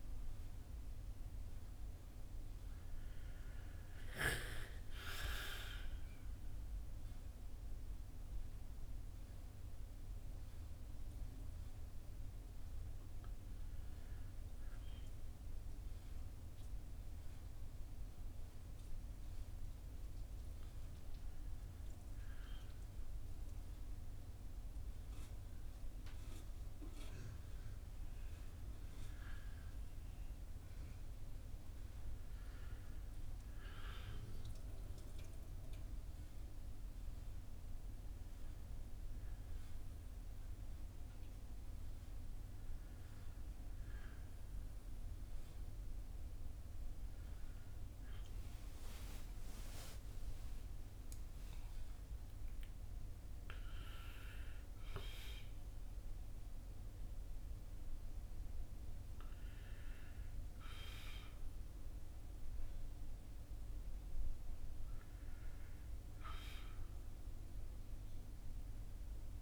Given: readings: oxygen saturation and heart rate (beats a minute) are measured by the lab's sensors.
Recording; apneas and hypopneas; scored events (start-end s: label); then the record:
a person awake in a sleep study, by a room microphone; none
none scored
From the record:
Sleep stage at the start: awake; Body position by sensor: on the back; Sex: male